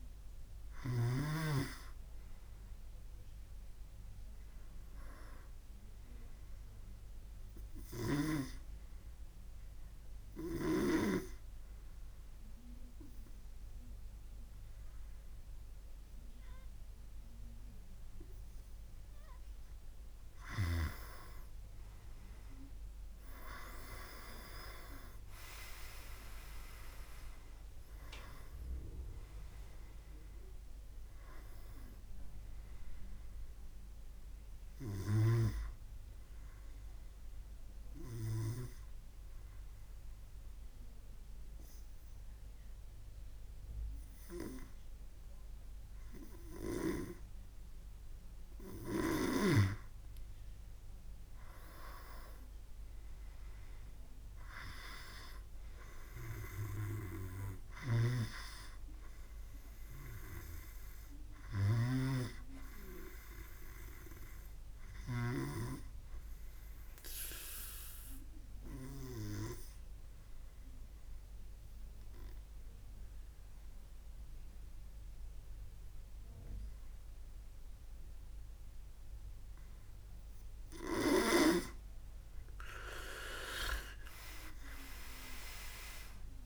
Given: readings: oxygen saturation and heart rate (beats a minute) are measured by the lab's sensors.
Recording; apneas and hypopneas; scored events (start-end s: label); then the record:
breathing in sleep by a room microphone; 3
0.00-1.50 s: arousal
10.00-21.00 s: obstructive apnea (oxygen 100% before, 94% lowest, heart rate 65 before, 63 extreme, up 18 after)
24.00-28.00 s: arousal
27.50-38.50 s: oxygen desaturation (device-marked, oxygen 98% before, 94% lowest, heart rate 68 before, 63 extreme)
37.50-49.00 s: obstructive apnea (oxygen 99% before, 93% lowest, heart rate 75 before, 64 extreme, up 13 after)
52.00-56.00 s: arousal
58.00-65.50 s: snoring (device-marked)
65.50-80.50 s: obstructive apnea (oxygen 100% before, 93% lowest, heart rate 70 before, 63 extreme, up 25 after)
84.00-86.46 s: arousal
From the record:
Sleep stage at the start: N2 (light sleep); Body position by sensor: on the back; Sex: male